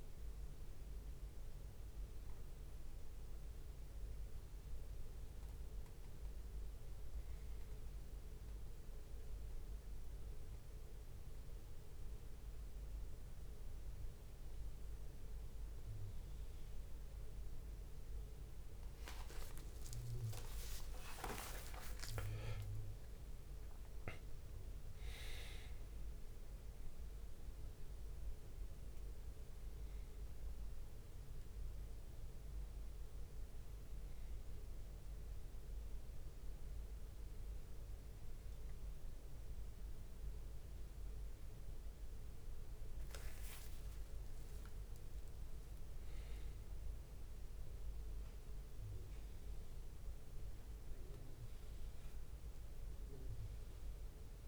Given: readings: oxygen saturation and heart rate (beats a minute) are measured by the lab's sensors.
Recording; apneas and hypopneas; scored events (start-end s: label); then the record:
breathing in sleep by a room microphone; none
8.50-9.50 s: leg movement (device-marked)
18.00-23.00 s: arousal
20.00-24.00 s: leg movement (device-marked)
21.50-33.50 s: drop in pulse transit time (device-marked, heart rate 64 before, 67 extreme)
22.50-24.50 s: long interval between heartbeats (device-marked, heart rate 65 before, 92 extreme)
27.50-34.50 s: leg movement (device-marked)
36.50-44.00 s: leg movement (device-marked)
43.50-54.48 s: tachycardia (device-marked, heart rate 70 before, 190 extreme)
44.00-47.00 s: leg movement (device-marked)
45.50-47.50 s: long interval between heartbeats (device-marked, heart rate 71 before, 100 extreme)
47.00-48.50 s: leg movement (device-marked)
48.50-50.50 s: long interval between heartbeats (device-marked, heart rate 75 before, 159 extreme)
49.50-54.48 s: drop in pulse transit time (device-marked, heart rate 79 before, 145 extreme)
51.00-53.00 s: long interval between heartbeats (device-marked, heart rate 85 before, 174 extreme)
From the record:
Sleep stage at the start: N1 (lightest sleep); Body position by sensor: on the back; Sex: male